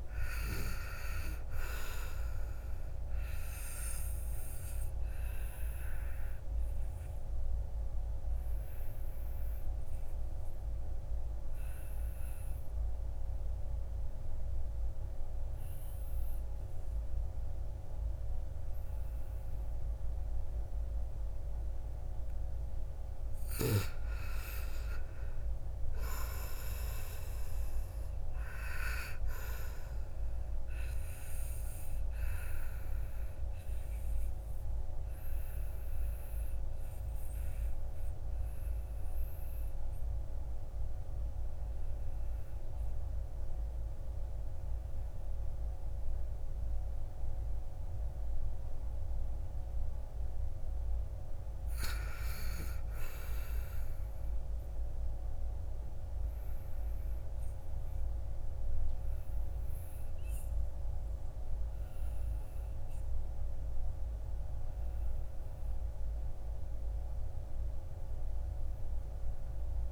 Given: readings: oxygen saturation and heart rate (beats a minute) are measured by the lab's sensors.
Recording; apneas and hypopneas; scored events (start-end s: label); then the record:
breathing in sleep by a room microphone; 2
0.00-1.00 s: arousal
2.50-22.50 s: oxygen desaturation (device-marked, oxygen 96% before, 86% lowest, heart rate 58 before, 55 extreme)
4.50-23.00 s: obstructive apnea (oxygen 96% before, 85% lowest, heart rate 58 before, 55 extreme, up 11 after)
25.50-29.00 s: arousal
29.50-48.50 s: oxygen desaturation (device-marked, oxygen 97% before, 87% lowest, heart rate 59 before, 56 extreme)
32.50-50.00 s: obstructive apnea (oxygen 97% before, 79% lowest, heart rate 60 before, 56 extreme, up 10 after)
52.00-55.00 s: arousal
53.50-69.92 s: oxygen desaturation (device-marked, oxygen 98% before, 85% lowest, heart rate 59 before, 53 extreme)
From the record:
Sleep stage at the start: N2 (light sleep); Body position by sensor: on the back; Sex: male